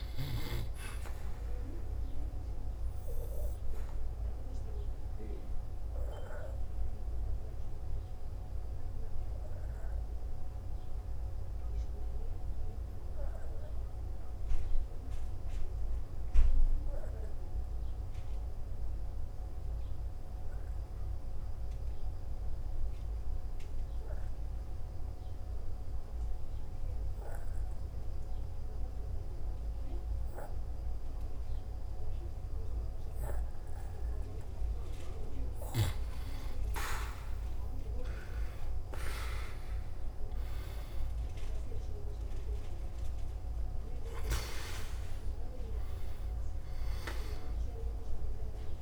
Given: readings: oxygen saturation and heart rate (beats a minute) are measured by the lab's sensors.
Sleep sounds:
breathing in sleep by a room microphone; 1
0.00-14.50 s: oxygen desaturation (device-marked, oxygen 90% lowest, heart rate 53 extreme)
4.00-35.50 s: obstructive apnea (oxygen 98% before, 83% lowest, heart rate 57 before, 53 extreme, up 4 after)
19.50-29.50 s: oxygen desaturation (device-marked, oxygen 92% before, 86% lowest, heart rate 60 before, 53 extreme)
37.50-40.50 s: arousal
38.50-48.82 s: oxygen desaturation (device-marked, oxygen 97% before, 83% lowest, heart rate 56 before, 57 extreme)
From the record:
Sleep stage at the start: N2 (light sleep); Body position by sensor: on the back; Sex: male

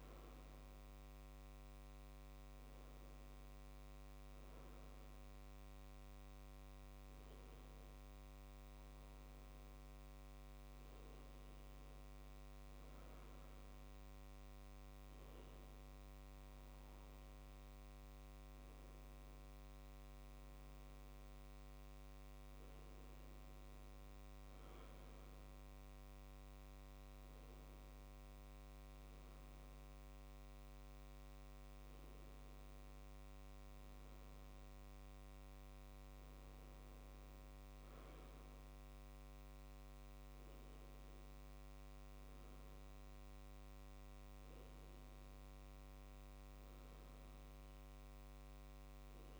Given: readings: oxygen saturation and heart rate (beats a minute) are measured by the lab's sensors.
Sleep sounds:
a person awake in a sleep study, hard to hear, by a microphone on the trachea; none
none scored
From the record:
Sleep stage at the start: awake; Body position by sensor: on the back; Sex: male

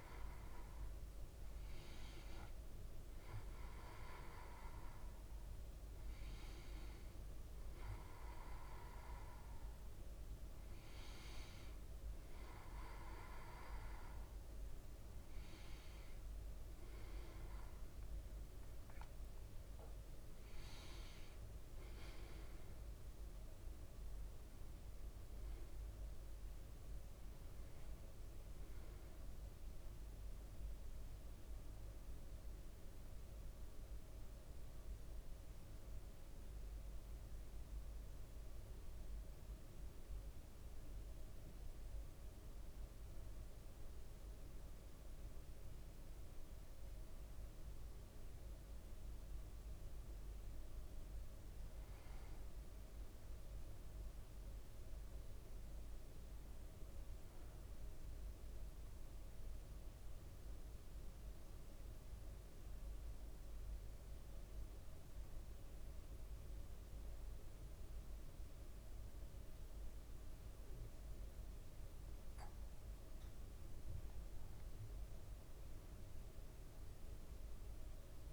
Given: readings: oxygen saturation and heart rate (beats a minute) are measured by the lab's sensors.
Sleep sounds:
breathing in sleep by a room microphone; 2
0.00-29.00 s: oxygen desaturation (device-marked, oxygen 92% lowest, heart rate 55 extreme)
24.50-29.00 s: arousal
31.50-49.00 s: obstructive apnea (oxygen 100% before, 95% lowest, heart rate 57 before, 55 extreme, up 1 after)
52.50-56.50 s: arousal
59.50-73.50 s: central apnea (oxygen 100% before, 94% lowest, heart rate 57 before, 55 extreme, up 3 after)
75.00-78.32 s: arousal
From the record:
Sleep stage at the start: N2 (light sleep); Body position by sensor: on the back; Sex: male

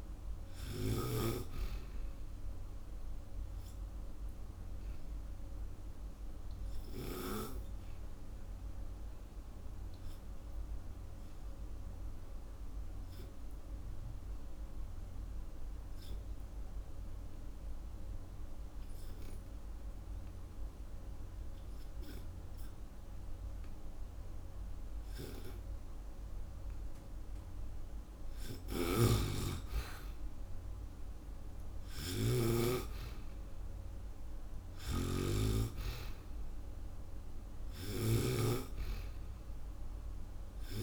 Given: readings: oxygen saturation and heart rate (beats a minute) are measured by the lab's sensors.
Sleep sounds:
breathing in sleep by a room microphone; 1
0.00-1.00 s: snoring (device-marked)
0.50-16.50 s: oxygen desaturation (device-marked, oxygen 97% before, 92% lowest)
8.00-23.50 s: obstructive apnea (oxygen 97% before, 91% lowest)
28.00-32.00 s: arousal
28.50-40.83 s: snoring (device-marked)
37.50-40.83 s: oxygen desaturation (device-marked, oxygen 97% before, 91% lowest)
From the record:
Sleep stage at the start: N2 (light sleep); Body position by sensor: on the back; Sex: female

